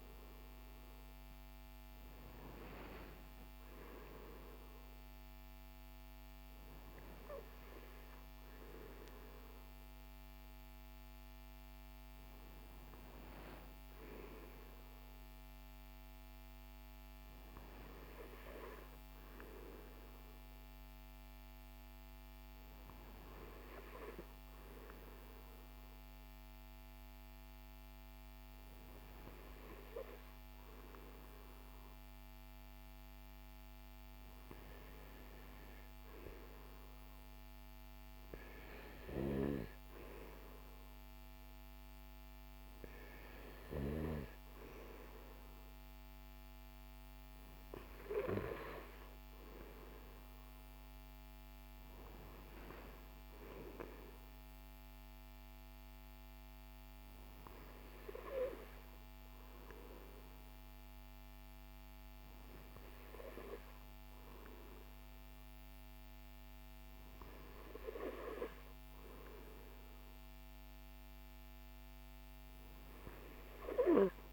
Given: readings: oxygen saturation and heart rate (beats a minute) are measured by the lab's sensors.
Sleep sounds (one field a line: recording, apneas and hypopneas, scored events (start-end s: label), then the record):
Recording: breathing in sleep by a microphone on the trachea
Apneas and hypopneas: none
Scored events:
none scored
From the record:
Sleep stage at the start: N2 (light sleep)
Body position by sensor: on the right side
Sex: male